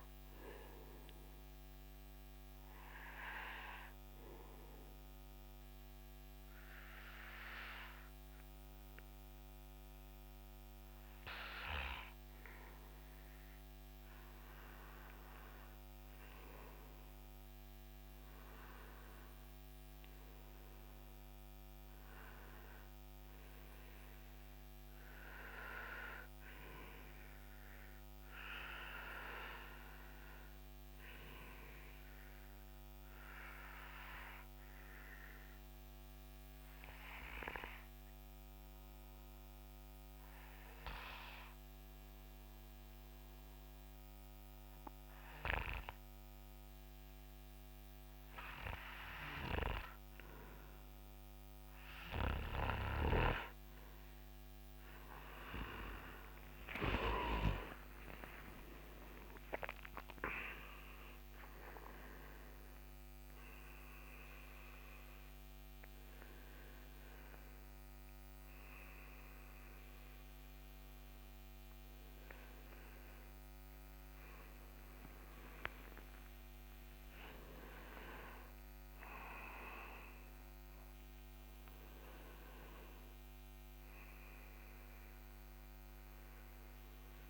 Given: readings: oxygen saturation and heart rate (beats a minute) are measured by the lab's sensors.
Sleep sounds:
breathing in sleep by a microphone on the trachea; 2
3.00-14.00 s: hypopnea (oxygen 97% before, 91% lowest, heart rate 72 before, 66 extreme, up 4 after)
16.00-20.50 s: arousal
38.50-51.00 s: hypopnea (oxygen 97% before, 93% lowest, heart rate 68 before, 65 extreme, up 6 after)
57.00-61.00 s: arousal
58.00-73.00 s: oxygen desaturation (device-marked, oxygen 96% before, 93% lowest, heart rate 66 before, 67 extreme)
From the record:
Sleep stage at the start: N2 (light sleep); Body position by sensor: on the right side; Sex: male

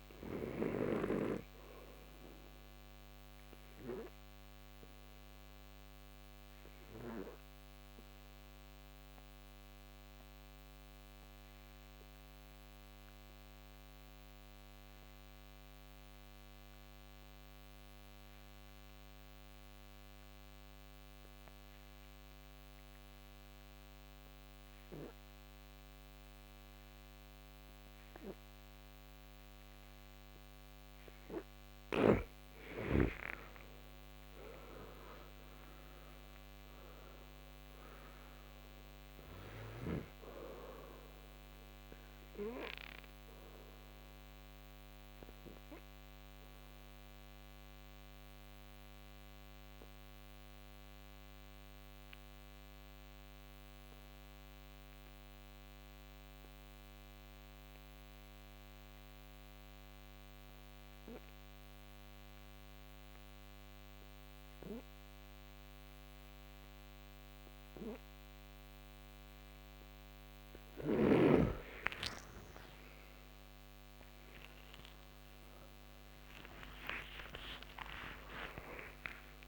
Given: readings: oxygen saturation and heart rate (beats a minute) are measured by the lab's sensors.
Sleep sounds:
breathing in sleep by a microphone on the trachea; 2
0.00-15.00 s: oxygen desaturation (device-marked, oxygen 82% lowest, heart rate 59 extreme)
4.00-31.50 s: obstructive apnea (oxygen 98% before, 81% lowest, heart rate 68 before, 59 extreme, up 10 after)
29.00-55.00 s: oxygen desaturation (device-marked, oxygen 98% before, 82% lowest, heart rate 64 before, 59 extreme)
33.00-37.50 s: arousal
43.50-71.00 s: obstructive apnea (oxygen 98% before, 81% lowest, heart rate 69 before, 57 extreme, up 59 after)
67.00-79.48 s: oxygen desaturation (device-marked, oxygen 98% before, 81% lowest, heart rate 63 before, 53 extreme)
71.00-77.00 s: snoring (device-marked)
72.50-79.00 s: arousal
From the record:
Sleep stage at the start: N2 (light sleep); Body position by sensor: on the back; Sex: male

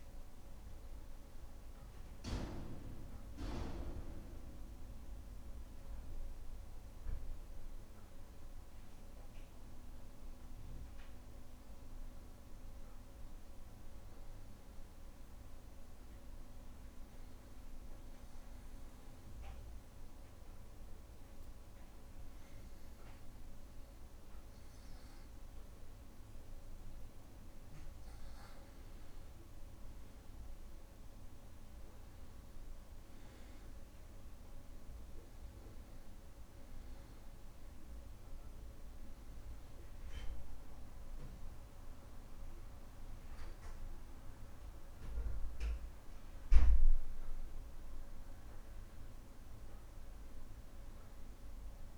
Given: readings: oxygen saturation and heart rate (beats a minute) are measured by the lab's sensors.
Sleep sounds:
breathing in sleep, hard to hear, by a room microphone; 1
11.50-14.50 s: arousal
17.50-29.00 s: obstructive apnea (oxygen 95% before, 91% lowest, heart rate 62 before, 62 extreme, up 2 after)
30.00-34.00 s: arousal
34.00-51.98 s: new sleep stage, N2 (light sleep)
38.00-47.00 s: oxygen desaturation (device-marked, oxygen 94% before, 91% lowest, heart rate 63 before, 63 extreme)
From the record:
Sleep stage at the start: N1 (lightest sleep); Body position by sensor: on the back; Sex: male

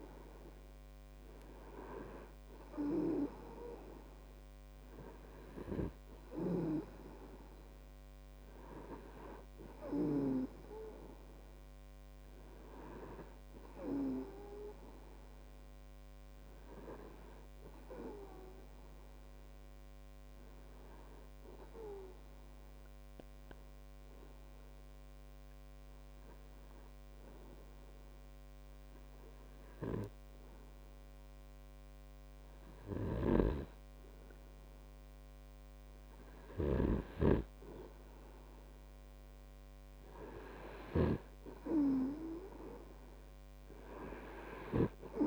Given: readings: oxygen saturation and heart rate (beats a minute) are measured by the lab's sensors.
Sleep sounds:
breathing in sleep by a microphone on the trachea; 1
0.50-4.50 s: arousal
22.00-34.00 s: hypopnea (oxygen 98% before, 96% lowest)
33.50-41.50 s: snoring (device-marked)
36.00-40.00 s: arousal
From the record:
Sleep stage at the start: N2 (light sleep); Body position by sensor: on the right side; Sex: male

